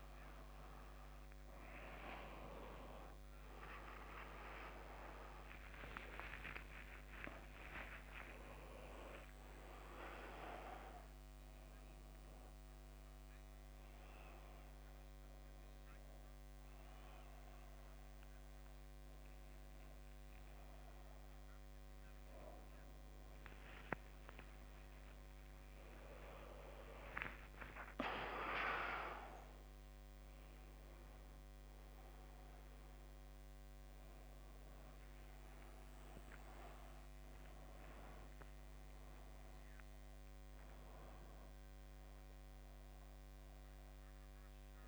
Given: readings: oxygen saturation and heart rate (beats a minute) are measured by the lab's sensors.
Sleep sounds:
a person awake in a sleep study, by a microphone on the trachea; none
5.50-9.00 s: arousal
7.50-9.50 s: long interval between heartbeats (device-marked, heart rate 70 before, 91 extreme)
24.50-26.50 s: long interval between heartbeats (device-marked, heart rate 83 before, 79 extreme)
28.00-30.00 s: long interval between heartbeats (device-marked, heart rate 85 before, 115 extreme)
36.50-40.50 s: arousal
37.00-39.00 s: long interval between heartbeats (device-marked, heart rate 86 before, 87 extreme)
From the record:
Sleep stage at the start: awake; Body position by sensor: on the back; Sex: male

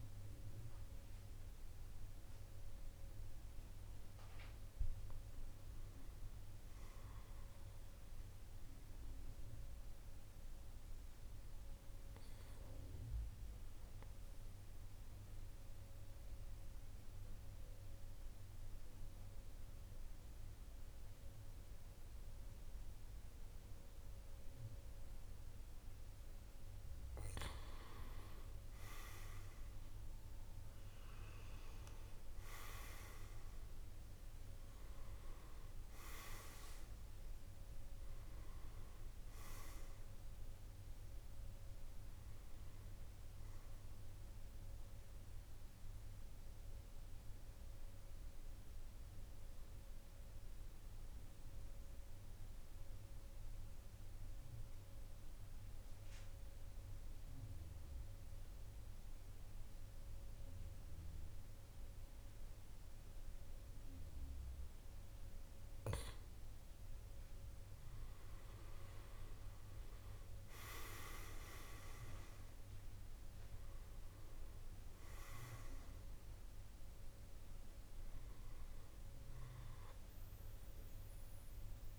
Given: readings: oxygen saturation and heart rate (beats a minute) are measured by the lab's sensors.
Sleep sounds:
breathing in sleep by a room microphone; 2
0.00-1.00 s: oxygen desaturation (device-marked, oxygen 91% lowest, heart rate 48 extreme)
7.00-26.00 s: mixed apnea (oxygen 99% before, 90% lowest, heart rate 51 before, 48 extreme, up 7 after)
28.00-32.50 s: arousal
28.00-52.00 s: oxygen desaturation (device-marked, oxygen 97% before, 90% lowest, heart rate 51 before, 48 extreme)
44.50-64.50 s: mixed apnea (oxygen 98% before, 90% lowest, heart rate 56 before, 45 extreme, up 4 after)
65.00-81.99 s: oxygen desaturation (device-marked, oxygen 99% before, 90% lowest, heart rate 50 before, 45 extreme)
67.00-70.50 s: arousal
From the record:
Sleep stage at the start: N2 (light sleep); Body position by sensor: on the back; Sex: male

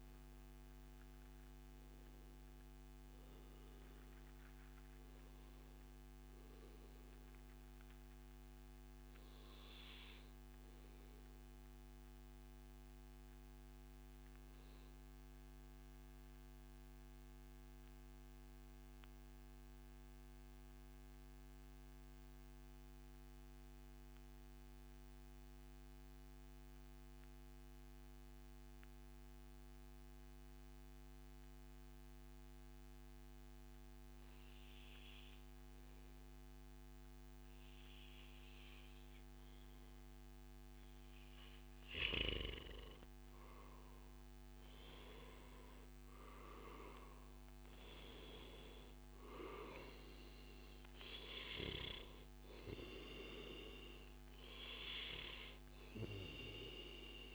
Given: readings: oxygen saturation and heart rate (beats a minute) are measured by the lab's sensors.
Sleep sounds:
breathing in sleep by a microphone on the trachea; 1
8.00-10.00 s: long interval between heartbeats (device-marked, heart rate 136 before, 96 extreme)
8.50-41.50 s: mixed apnea (oxygen 95% before, 92% lowest, heart rate 135 before, 88 extreme, up 10 after)
10.50-15.50 s: oxygen desaturation (device-marked, oxygen 95% before, 92% lowest, heart rate 130 before, 88 extreme)
11.00-13.00 s: long interval between heartbeats (device-marked, heart rate 130 before, 99 extreme)
24.50-26.50 s: long interval between heartbeats (device-marked, heart rate 102 before, 89 extreme)
34.00-36.00 s: long interval between heartbeats (device-marked, heart rate 96 before, 100 extreme)
41.50-57.35 s: oxygen desaturation (device-marked, oxygen 98% before, 92% lowest, heart rate 97 before, 93 extreme)
43.00-46.50 s: arousal
46.50-48.50 s: long interval between heartbeats (device-marked, heart rate 100 before, 106 extreme)
From the record:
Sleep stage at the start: N2 (light sleep); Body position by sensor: on the back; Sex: male

